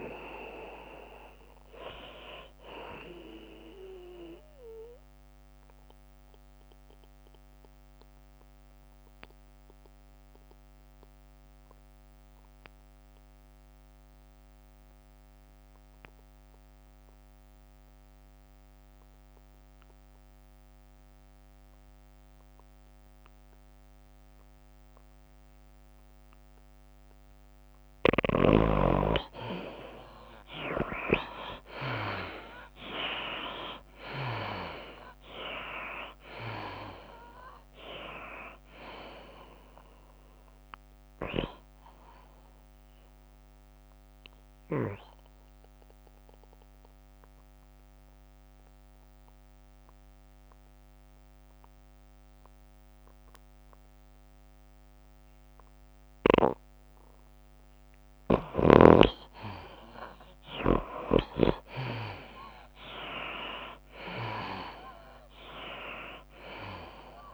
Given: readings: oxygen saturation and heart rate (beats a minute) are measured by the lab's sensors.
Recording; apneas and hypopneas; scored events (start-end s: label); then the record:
breathing in sleep by a microphone on the trachea; 2
0.00-10.00 s: drop in pulse transit time (device-marked, heart rate 95 extreme)
0.00-20.00 s: oxygen desaturation (device-marked, oxygen 81% lowest, heart rate 87 extreme)
1.00-7.00 s: tachycardia (device-marked, heart rate 95 before, 110 extreme)
4.00-6.00 s: long interval between heartbeats (device-marked, heart rate 96 before, 108 extreme)
5.50-28.50 s: obstructive apnea (oxygen 96% before, 77% lowest, heart rate 97 before, 87 extreme, up 10 after)
30.00-56.00 s: oxygen desaturation (device-marked, oxygen 96% before, 77% lowest, heart rate 89 before, 93 extreme)
30.50-34.00 s: arousal
34.00-48.00 s: tachycardia (device-marked, heart rate 95 before, 110 extreme)
35.00-49.00 s: drop in pulse transit time (device-marked, heart rate 89 before, 94 extreme)
45.50-47.50 s: long interval between heartbeats (device-marked, heart rate 97 before, 109 extreme)
45.50-58.50 s: obstructive apnea (oxygen 96% before, 77% lowest, heart rate 97 before, 90 extreme, up 5 after)
60.50-63.50 s: arousal
66.00-67.34 s: drop in pulse transit time (device-marked, heart rate 98 before, 90 extreme)
66.00-67.34 s: oxygen desaturation (device-marked, oxygen 97% before, 82% lowest, heart rate 98 before, 84 extreme)
From the record:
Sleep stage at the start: N2 (light sleep); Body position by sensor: on the back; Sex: female